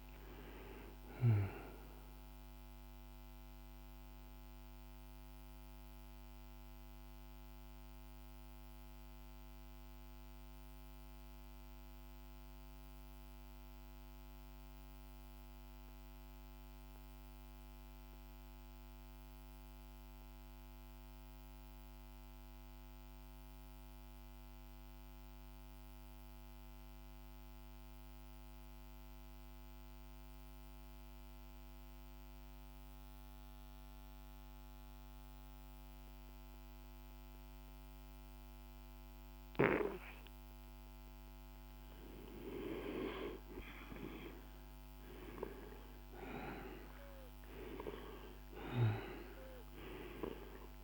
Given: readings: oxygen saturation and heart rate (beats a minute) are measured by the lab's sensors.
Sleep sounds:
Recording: breathing in sleep by a microphone on the trachea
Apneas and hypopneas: 1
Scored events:
0.00-20.50 s: oxygen desaturation (device-marked, oxygen 88% lowest, heart rate 47 extreme)
3.00-40.00 s: mixed apnea (oxygen 98% before, 86% lowest, heart rate 54 before, 47 extreme, up 5 after)
35.50-50.83 s: oxygen desaturation (device-marked, oxygen 100% before, 86% lowest, heart rate 49 before, 49 extreme)
43.00-47.50 s: arousal
From the record:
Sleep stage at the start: N2 (light sleep)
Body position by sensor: on the back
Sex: male

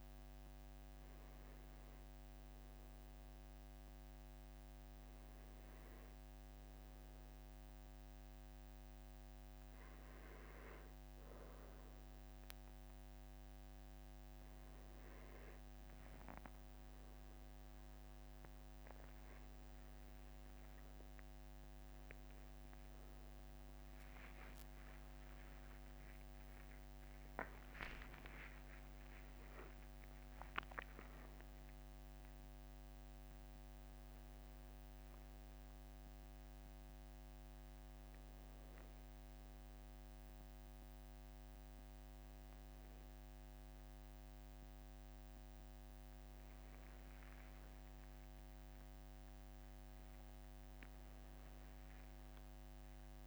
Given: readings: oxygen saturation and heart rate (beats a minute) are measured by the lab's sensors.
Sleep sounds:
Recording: breathing in sleep, hard to hear, by a microphone on the trachea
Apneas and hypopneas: 1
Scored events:
2.50-15.00 s: hypopnea (oxygen 97% before, 92% lowest, heart rate 48 before, 44 extreme, up 26 after)
6.00-21.00 s: oxygen desaturation (device-marked, oxygen 95% before, 92% lowest, heart rate 47 before, 44 extreme)
24.50-26.50 s: long interval between heartbeats (device-marked, heart rate 52 before, 69 extreme)
24.50-30.50 s: arousal
27.00-29.00 s: long interval between heartbeats (device-marked, heart rate 56 before, 78 extreme)
47.50-49.50 s: long interval between heartbeats (device-marked, heart rate 65 before, 65 extreme)
51.00-53.00 s: long interval between heartbeats (device-marked, heart rate 63 before, 97 extreme)
From the record:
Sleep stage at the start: N1 (lightest sleep)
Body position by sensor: on the back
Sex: male

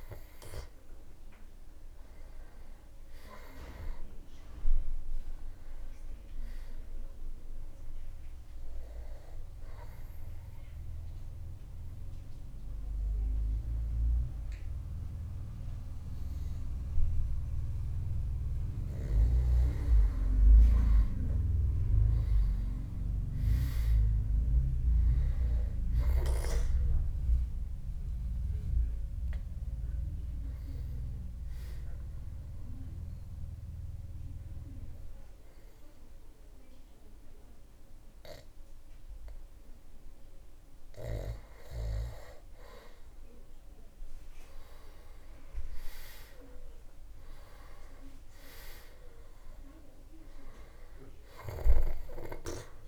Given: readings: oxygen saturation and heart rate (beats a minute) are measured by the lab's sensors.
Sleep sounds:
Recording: breathing in sleep by a room microphone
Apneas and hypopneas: 2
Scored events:
9.50-20.50 s: obstructive apnea (oxygen 100% before, 97% lowest)
23.00-27.00 s: arousal
32.00-42.00 s: obstructive apnea (oxygen 100% before, 97% lowest)
45.00-49.50 s: arousal
From the record:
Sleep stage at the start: N2 (light sleep)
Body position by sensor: on the back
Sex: male

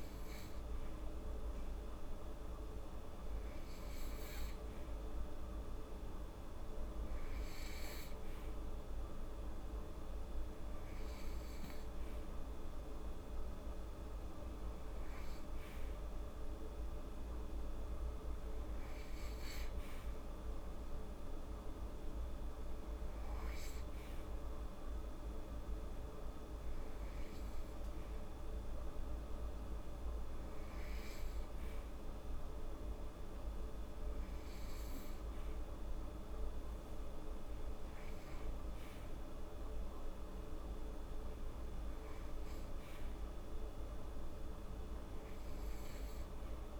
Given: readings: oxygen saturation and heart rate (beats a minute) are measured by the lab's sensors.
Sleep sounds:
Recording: breathing in sleep, hard to hear, by a room microphone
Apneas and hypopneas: none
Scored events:
none scored
From the record:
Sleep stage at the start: N2 (light sleep)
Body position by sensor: on the right side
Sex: female

